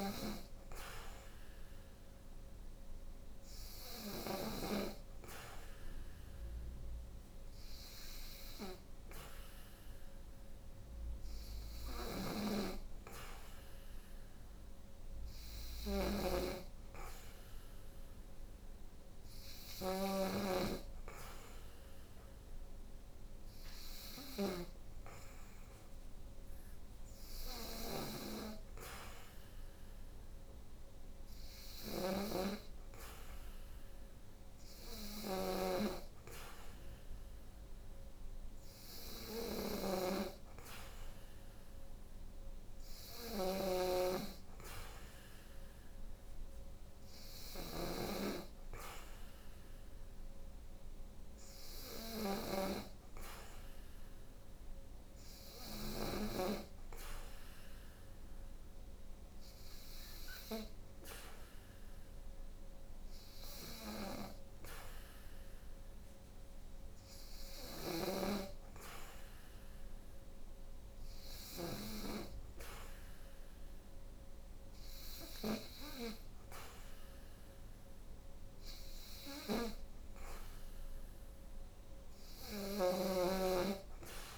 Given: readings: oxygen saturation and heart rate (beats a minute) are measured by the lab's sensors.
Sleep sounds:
breathing in sleep by a room microphone; none
0.00-4.00 s: snoring (device-marked)
11.00-24.00 s: snoring (device-marked)
31.00-55.50 s: snoring (device-marked)
67.00-71.00 s: snoring (device-marked)
81.50-84.38 s: snoring (device-marked)
From the record:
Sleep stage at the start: N3 (deep sleep); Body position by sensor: on the back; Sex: female

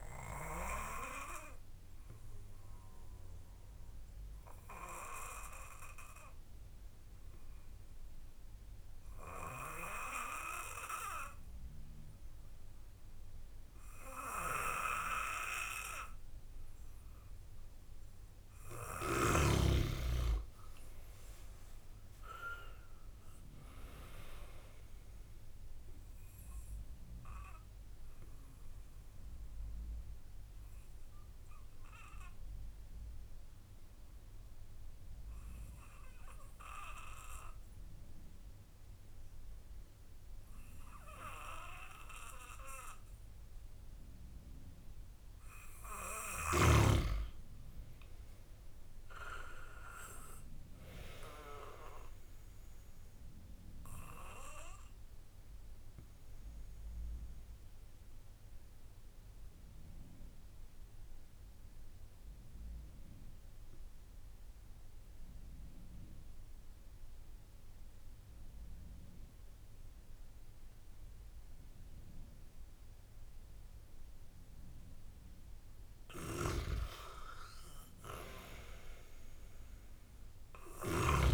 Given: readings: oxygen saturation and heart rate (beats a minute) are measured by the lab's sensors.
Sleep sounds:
breathing in sleep by a room microphone; 3
0.50-18.50 s: obstructive apnea (oxygen 96% before, 93% lowest)
20.50-24.00 s: arousal
26.50-45.50 s: obstructive apnea (oxygen 96% before, 92% lowest)
48.00-51.50 s: arousal
54.50-75.50 s: obstructive apnea (oxygen 96% before, 92% lowest)
78.00-81.00 s: arousal
79.50-81.34 s: oxygen desaturation (device-marked, oxygen 97% before, 92% lowest)
From the record:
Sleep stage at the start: N2 (light sleep); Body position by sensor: on the back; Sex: male

